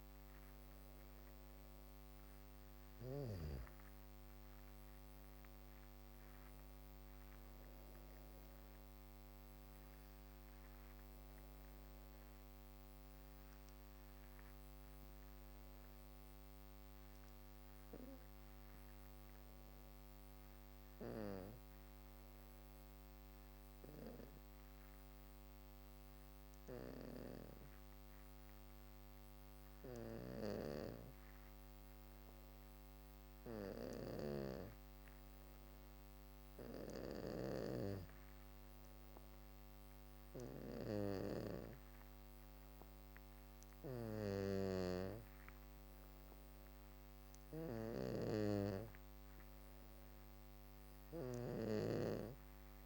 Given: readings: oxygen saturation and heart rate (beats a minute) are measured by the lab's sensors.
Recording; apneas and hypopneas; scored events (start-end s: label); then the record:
breathing in sleep by a microphone on the trachea; 1
0.00-1.00 s: arousal
18.50-33.50 s: hypopnea (oxygen 98% before, 95% lowest, heart rate 62 before, 52 extreme, up 7 after)
36.00-40.50 s: arousal
From the record:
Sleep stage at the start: N2 (light sleep); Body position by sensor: on the back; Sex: female